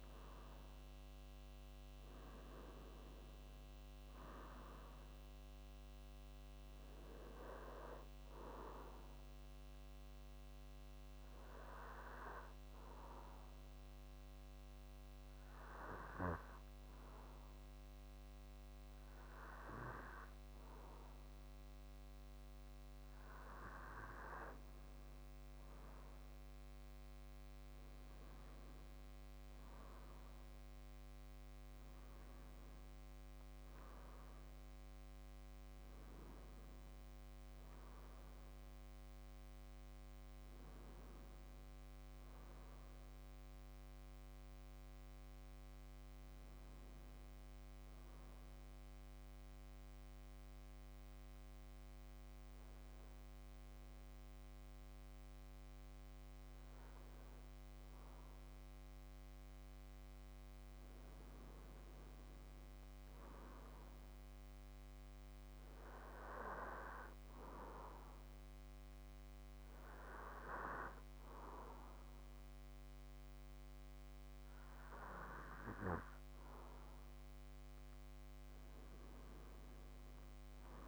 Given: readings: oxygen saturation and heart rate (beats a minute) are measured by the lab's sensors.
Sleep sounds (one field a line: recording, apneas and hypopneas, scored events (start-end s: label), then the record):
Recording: breathing in sleep by a microphone on the trachea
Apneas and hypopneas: 2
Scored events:
0.00-1.00 s: arousal
0.00-26.50 s: oxygen desaturation (device-marked, oxygen 92% lowest, heart rate 56 extreme)
11.50-24.00 s: hypopnea (oxygen 96% before, 92% lowest, heart rate 80 before, 56 extreme, up 5 after)
27.50-31.50 s: arousal
47.00-60.00 s: obstructive apnea (oxygen 96% before, 93% lowest, heart rate 63 before, 55 extreme, up 35 after)
62.50-65.50 s: arousal
From the record:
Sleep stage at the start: N2 (light sleep)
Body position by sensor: on the back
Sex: male